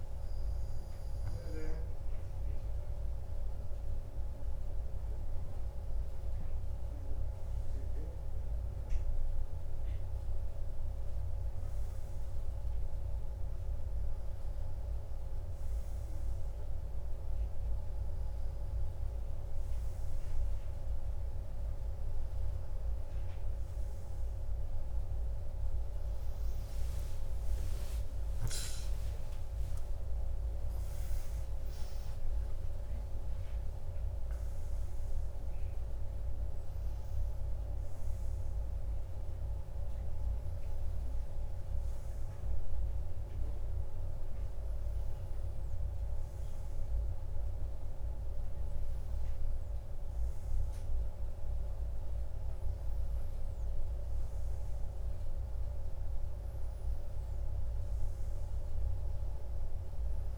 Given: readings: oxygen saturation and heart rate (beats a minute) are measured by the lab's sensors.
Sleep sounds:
breathing in sleep, hard to hear, by a room microphone; none
27.50-32.00 s: arousal
From the record:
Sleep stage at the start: N1 (lightest sleep); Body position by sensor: on the right side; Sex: male

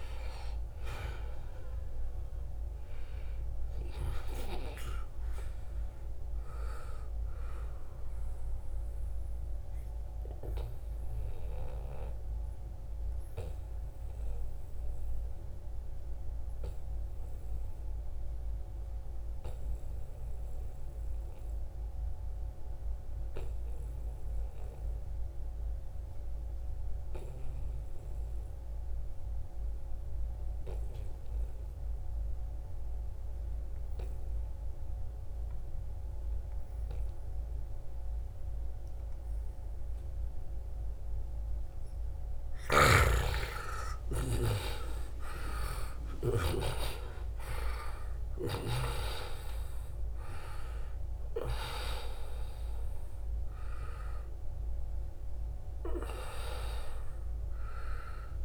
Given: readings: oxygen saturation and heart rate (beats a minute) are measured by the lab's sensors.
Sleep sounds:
breathing in sleep by a room microphone; 1
0.00-13.50 s: oxygen desaturation (device-marked, oxygen 88% lowest, heart rate 68 extreme)
9.00-41.00 s: obstructive apnea (oxygen 96% before, 89% lowest, heart rate 77 before, 69 extreme, up 6 after)
33.50-58.45 s: oxygen desaturation (device-marked, oxygen 98% before, 89% lowest, heart rate 75 before, 69 extreme)
43.00-48.50 s: arousal
From the record:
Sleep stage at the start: N2 (light sleep); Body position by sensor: on the right side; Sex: male

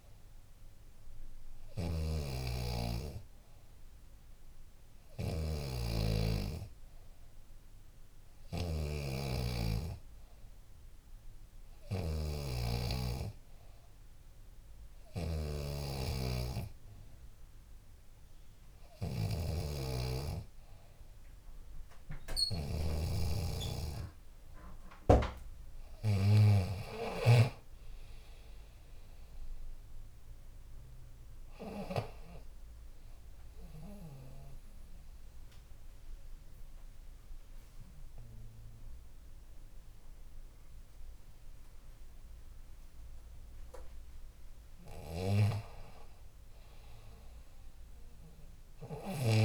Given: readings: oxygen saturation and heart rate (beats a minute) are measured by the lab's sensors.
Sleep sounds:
breathing in sleep by a room microphone; 1
0.00-32.00 s: snoring (device-marked)
33.00-45.00 s: mixed apnea (oxygen 95% before, 93% lowest, heart rate 71 before, 65 extreme, up 7 after)
45.00-49.45 s: snoring (device-marked)
From the record:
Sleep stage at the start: N3 (deep sleep); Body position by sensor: on the back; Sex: female

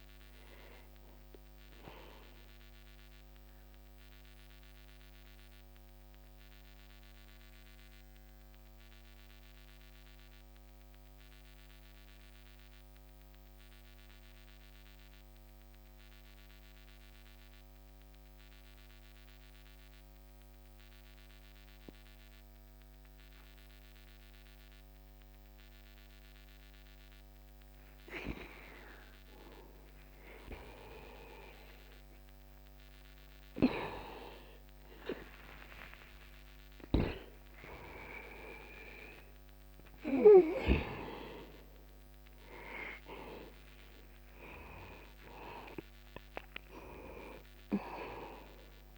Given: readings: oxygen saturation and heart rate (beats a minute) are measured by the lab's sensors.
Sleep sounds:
breathing in sleep by a microphone on the trachea; 1
0.00-16.00 s: oxygen desaturation (device-marked, oxygen 85% lowest, heart rate 60 extreme)
5.00-29.50 s: mixed apnea (oxygen 97% before, 86% lowest, heart rate 60 before, 60 extreme, up 0 after)
31.00-37.00 s: arousal
39.00-48.98 s: oxygen desaturation (device-marked, oxygen 97% before, 87% lowest, heart rate 60 before, 60 extreme)
From the record:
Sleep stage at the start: N2 (light sleep); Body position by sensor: on the back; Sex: male

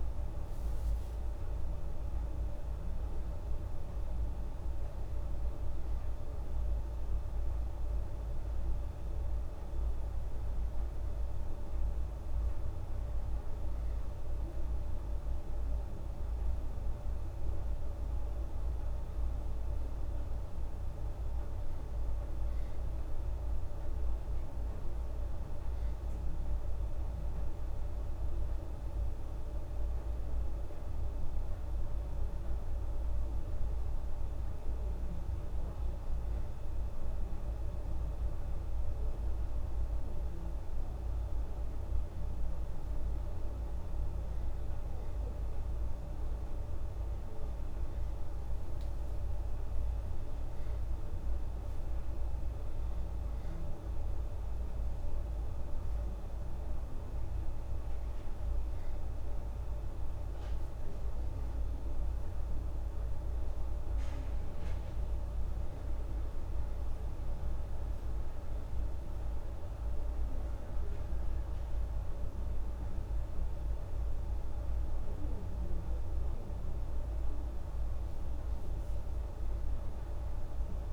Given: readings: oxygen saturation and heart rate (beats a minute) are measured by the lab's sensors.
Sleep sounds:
breathing in sleep, hard to hear, by a room microphone; none
none scored
From the record:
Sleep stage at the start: N2 (light sleep); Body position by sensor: on the back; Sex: female

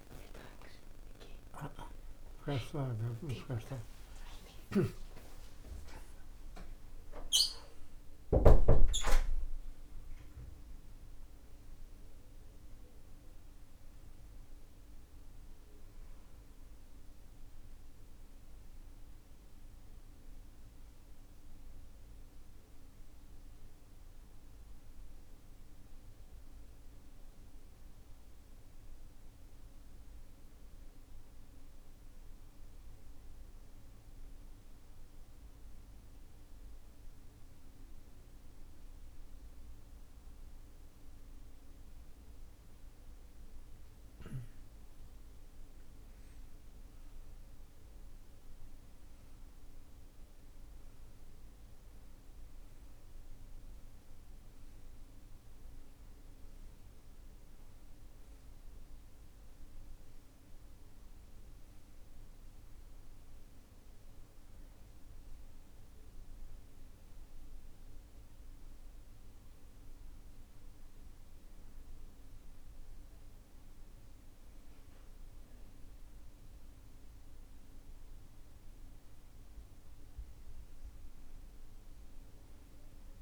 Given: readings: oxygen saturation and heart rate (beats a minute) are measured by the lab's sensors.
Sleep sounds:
a person awake in a sleep study, by a room microphone; none
none scored
From the record:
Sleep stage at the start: awake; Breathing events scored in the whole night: 334 in 5.8 hours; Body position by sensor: on the right side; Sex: male

